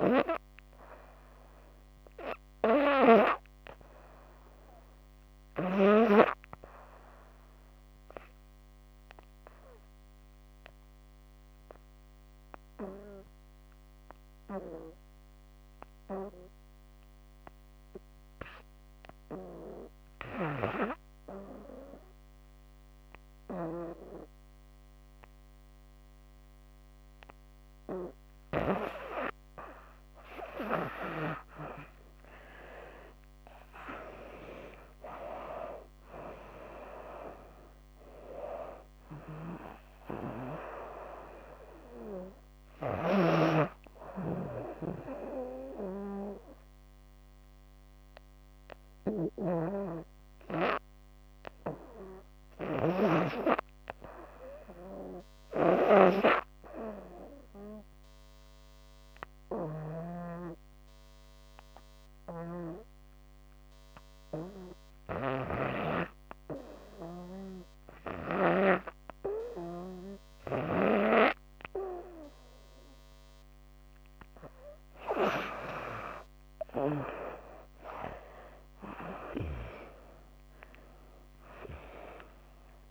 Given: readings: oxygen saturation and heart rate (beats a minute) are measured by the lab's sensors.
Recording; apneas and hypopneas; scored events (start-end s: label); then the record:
breathing in sleep by a microphone on the trachea; 2
5.50-28.00 s: obstructive apnea (oxygen 100% before, 81% lowest, heart rate 78 before, 58 extreme, up 28 after)
6.00-82.91 s: new sleep stage, REM sleep
31.00-34.00 s: arousal
38.00-56.00 s: oxygen desaturation (device-marked, oxygen 96% before, 81% lowest, heart rate 66 before, 67 extreme)
44.00-73.50 s: hypopnea (oxygen 97% before, 81% lowest, heart rate 77 before, 67 extreme, up 23 after)
48.50-52.50 s: snoring (device-marked)
54.50-68.00 s: snoring (device-marked)
76.50-81.00 s: arousal
From the record:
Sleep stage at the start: N2 (light sleep); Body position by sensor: on the back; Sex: female